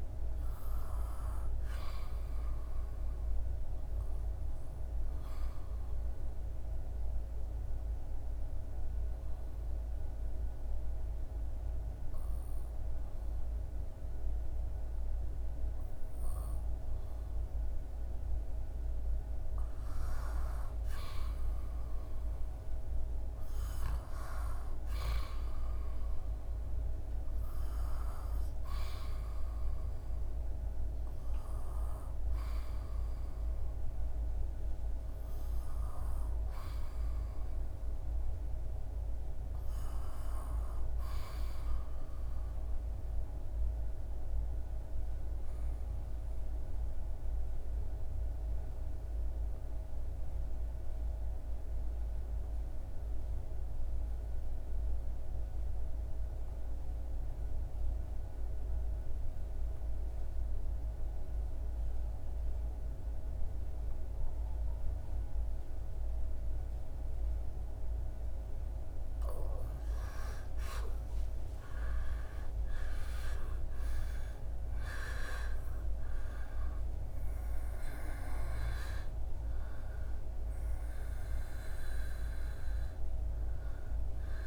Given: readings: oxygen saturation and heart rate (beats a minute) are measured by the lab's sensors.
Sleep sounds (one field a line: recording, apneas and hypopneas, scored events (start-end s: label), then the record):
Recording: breathing in sleep, hard to hear, by a room microphone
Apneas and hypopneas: 2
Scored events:
0.00-16.50 s: oxygen desaturation (device-marked, oxygen 90% lowest, heart rate 75 extreme)
2.50-18.00 s: obstructive apnea (oxygen 96% before, 90% lowest, heart rate 78 before, 75 extreme, up 6 after)
20.50-24.00 s: arousal
33.50-84.47 s: new sleep stage, REM sleep
41.50-68.00 s: obstructive apnea (oxygen 99% before, 84% lowest, heart rate 78 before, 65 extreme, up 18 after)
68.50-84.47 s: oxygen desaturation (device-marked, oxygen 96% before, 84% lowest, heart rate 67 before, 77 extreme)
71.00-76.00 s: arousal
From the record:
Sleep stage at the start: N2 (light sleep)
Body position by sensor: on the back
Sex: male